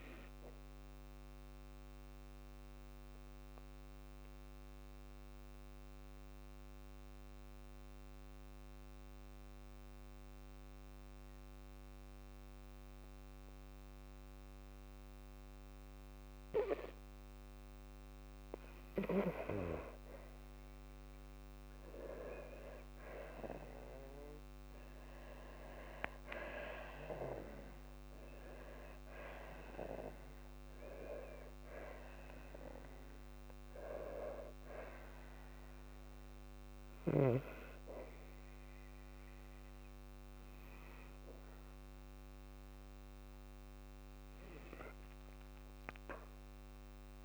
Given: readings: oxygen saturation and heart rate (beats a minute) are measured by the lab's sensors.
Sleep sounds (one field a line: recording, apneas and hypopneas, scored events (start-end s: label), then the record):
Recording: breathing in sleep by a microphone on the trachea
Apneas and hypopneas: 1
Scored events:
3.50-18.00 s: obstructive apnea (oxygen 98% before, 93% lowest, heart rate 56 before, 52 extreme, up 4 after)
13.00-21.00 s: oxygen desaturation (device-marked, oxygen 98% before, 93% lowest, heart rate 53 before, 53 extreme)
21.50-27.00 s: arousal
From the record:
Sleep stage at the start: N2 (light sleep)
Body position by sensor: on the back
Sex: female